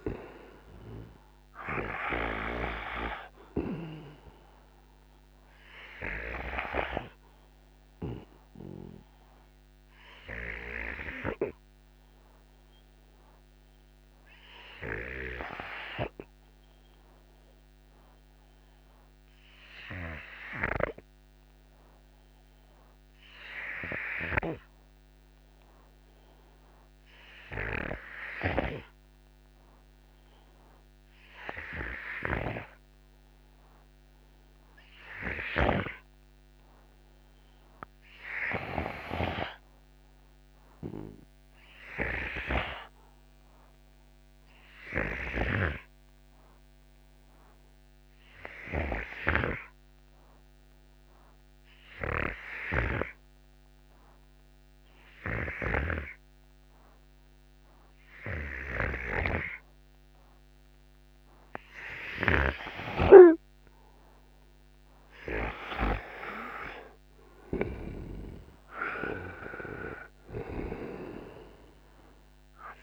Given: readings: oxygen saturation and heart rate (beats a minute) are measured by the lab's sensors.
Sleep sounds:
breathing in sleep by a microphone on the trachea; 1
0.00-29.00 s: oxygen desaturation (device-marked, oxygen 86% lowest, heart rate 60 extreme)
7.00-65.00 s: obstructive apnea (oxygen 97% before, 82% lowest, heart rate 64 before, 60 extreme, up 5 after)
38.00-72.83 s: oxygen desaturation (device-marked, oxygen 94% before, 82% lowest, heart rate 63 before, 59 extreme)
67.50-71.00 s: arousal
From the record:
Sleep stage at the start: N2 (light sleep); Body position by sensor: on the right side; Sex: male

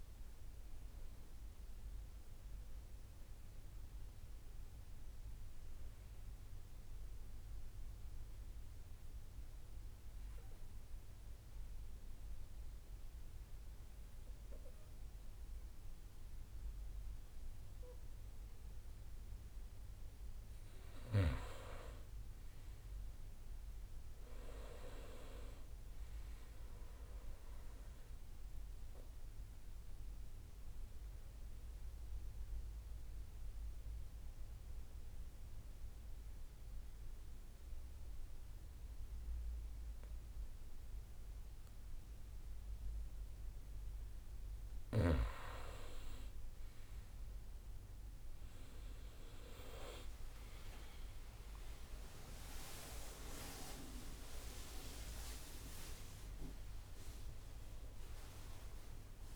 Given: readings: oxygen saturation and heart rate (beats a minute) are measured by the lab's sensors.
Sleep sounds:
breathing in sleep by a room microphone; 2
0.00-1.50 s: drop in pulse transit time (device-marked, heart rate 64 extreme)
0.00-9.50 s: oxygen desaturation (device-marked, oxygen 86% lowest, heart rate 58 extreme)
2.50-10.50 s: bradycardia (device-marked, heart rate 68 before, 58 extreme)
3.50-19.50 s: obstructive apnea (oxygen 96% before, 86% lowest, heart rate 71 before, 58 extreme, up 6 after)
21.00-25.50 s: arousal
25.50-40.50 s: oxygen desaturation (device-marked, oxygen 99% before, 90% lowest, heart rate 61 before, 61 extreme)
30.00-43.50 s: obstructive apnea (oxygen 99% before, 89% lowest, heart rate 62 before, 61 extreme, up 15 after)
34.00-36.00 s: long interval between heartbeats (device-marked, heart rate 63 before, 70 extreme)
48.50-57.50 s: tachycardia (device-marked, heart rate 68 before, 158 extreme)
48.50-59.36 s: oxygen desaturation (device-marked, oxygen 98% before, 89% lowest, heart rate 65 before, 58 extreme)
50.50-56.50 s: arousal
52.00-54.00 s: long interval between heartbeats (device-marked, heart rate 65 before, 103 extreme)
52.50-59.36 s: drop in pulse transit time (device-marked, heart rate 67 before, 75 extreme)
54.50-56.50 s: long interval between heartbeats (device-marked, heart rate 74 before, 142 extreme)
56.50-58.50 s: long interval between heartbeats (device-marked, heart rate 81 before, 130 extreme)
From the record:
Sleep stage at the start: N2 (light sleep); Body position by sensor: on the back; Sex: male

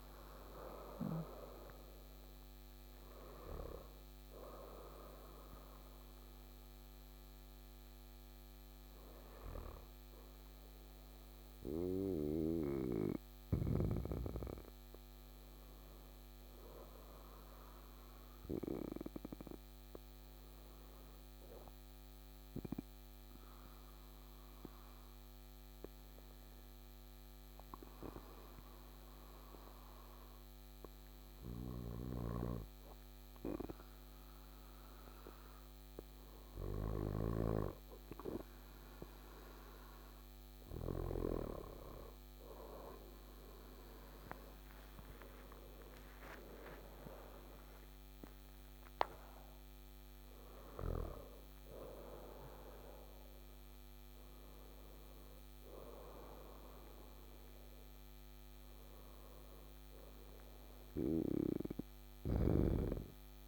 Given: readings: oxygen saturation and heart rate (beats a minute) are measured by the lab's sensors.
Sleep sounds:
breathing in sleep by a microphone on the trachea; 1
18.00-63.48 s: new sleep stage, N2 (light sleep)
19.50-35.00 s: obstructive apnea (oxygen 100% before, 96% lowest, heart rate 68 before, 58 extreme, up 3 after)
43.50-47.50 s: arousal
61.50-63.48 s: snoring (device-marked)
From the record:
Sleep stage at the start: N1 (lightest sleep); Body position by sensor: on the back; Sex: male

